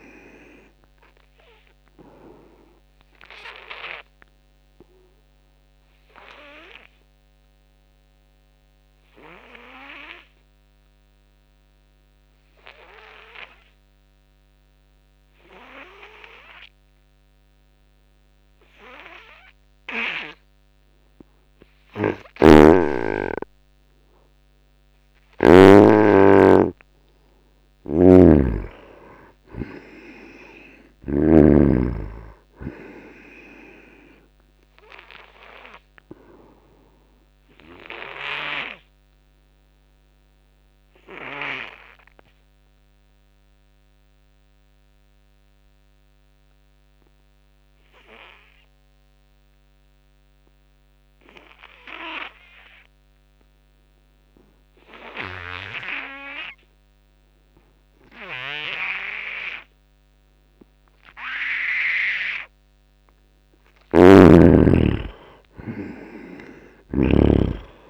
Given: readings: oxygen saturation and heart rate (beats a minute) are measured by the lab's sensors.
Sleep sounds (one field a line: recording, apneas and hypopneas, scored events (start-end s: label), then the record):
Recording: breathing in sleep by a microphone on the trachea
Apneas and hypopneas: 2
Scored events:
0.00-19.00 s: oxygen desaturation (device-marked, oxygen 78% lowest, heart rate 76 extreme)
2.50-24.00 s: obstructive apnea (oxygen 97% before, 78% lowest, heart rate 78 before, 81 extreme, up 1 after)
21.00-49.00 s: oxygen desaturation (device-marked, oxygen 96% before, 82% lowest, heart rate 85 before, 66 extreme)
22.00-25.50 s: snoring (device-marked)
26.00-29.00 s: arousal
27.50-31.50 s: snoring (device-marked)
37.00-61.50 s: obstructive apnea (oxygen 96% before, 80% lowest, heart rate 83 before, 66 extreme, up 9 after)
59.00-67.90 s: oxygen desaturation (device-marked, oxygen 97% before, 89% lowest, heart rate 82 before, 70 extreme)
64.50-67.50 s: arousal
From the record:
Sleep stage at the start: N2 (light sleep)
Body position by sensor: on the back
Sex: male